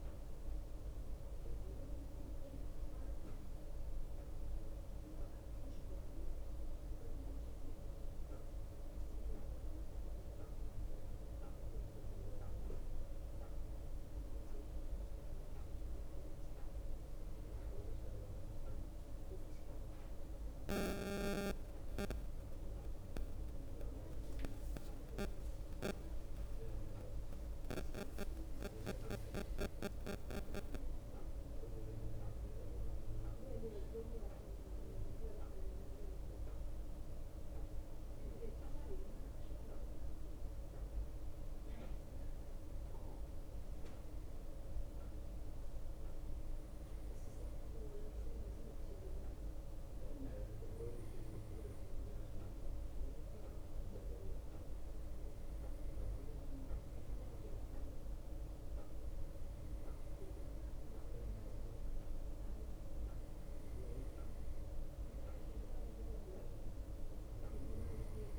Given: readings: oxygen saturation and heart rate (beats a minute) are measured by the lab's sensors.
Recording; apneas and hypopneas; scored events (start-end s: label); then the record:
breathing in sleep by a room microphone; none
0.00-1.50 s: long interval between heartbeats (device-marked, heart rate 46 extreme)
0.00-2.00 s: bradycardia (device-marked, heart rate 46 extreme)
0.00-7.00 s: drop in pulse transit time (device-marked, heart rate 46 extreme)
11.00-28.00 s: bradycardia (device-marked, heart rate 33 before, 35 extreme)
12.00-14.00 s: long interval between heartbeats (device-marked, heart rate 59 before, 63 extreme)
16.50-18.50 s: long interval between heartbeats (device-marked, heart rate 58 before, 55 extreme)
19.50-21.50 s: long interval between heartbeats (device-marked, heart rate 57 before, 48 extreme)
21.00-32.00 s: drop in pulse transit time (device-marked, heart rate 57 before, 35 extreme)
23.00-25.00 s: long interval between heartbeats (device-marked, heart rate 56 before, 37 extreme)
26.00-29.50 s: arousal
36.00-49.00 s: bradycardia (device-marked, heart rate 36 before, 51 extreme)
37.50-39.50 s: long interval between heartbeats (device-marked, heart rate 53 before, 66 extreme)
55.00-68.00 s: bradycardia (device-marked, heart rate 38 before, 45 extreme)
60.00-62.00 s: long interval between heartbeats (device-marked, heart rate 57 before, 54 extreme)
63.00-65.00 s: long interval between heartbeats (device-marked, heart rate 56 before, 46 extreme)
From the record:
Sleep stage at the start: N2 (light sleep); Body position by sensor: on the right side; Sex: male